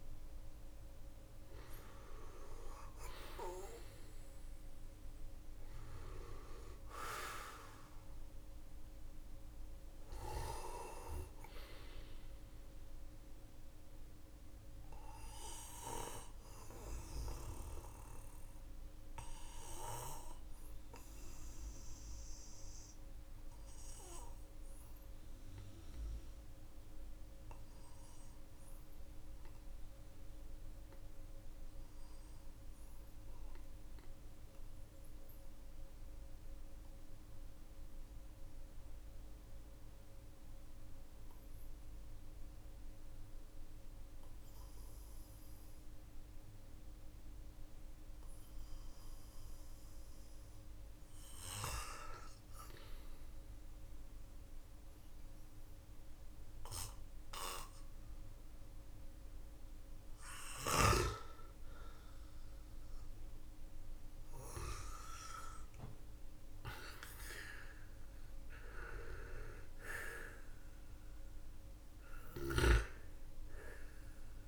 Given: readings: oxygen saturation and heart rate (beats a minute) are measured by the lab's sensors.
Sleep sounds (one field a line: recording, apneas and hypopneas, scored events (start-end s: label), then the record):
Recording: breathing in sleep by a room microphone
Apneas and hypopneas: 1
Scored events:
0.00-32.50 s: oxygen desaturation (device-marked, oxygen 92% lowest, heart rate 44 extreme)
15.00-50.50 s: obstructive apnea (oxygen 97% before, 92% lowest, heart rate 54 before, 46 extreme, up 7 after)
53.00-56.50 s: arousal
57.50-71.50 s: oxygen desaturation (device-marked, oxygen 98% before, 95% lowest, heart rate 52 before, 44 extreme)
71.50-74.48 s: snoring (device-marked)
73.00-74.48 s: arousal
From the record:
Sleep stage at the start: N2 (light sleep)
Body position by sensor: on the back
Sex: male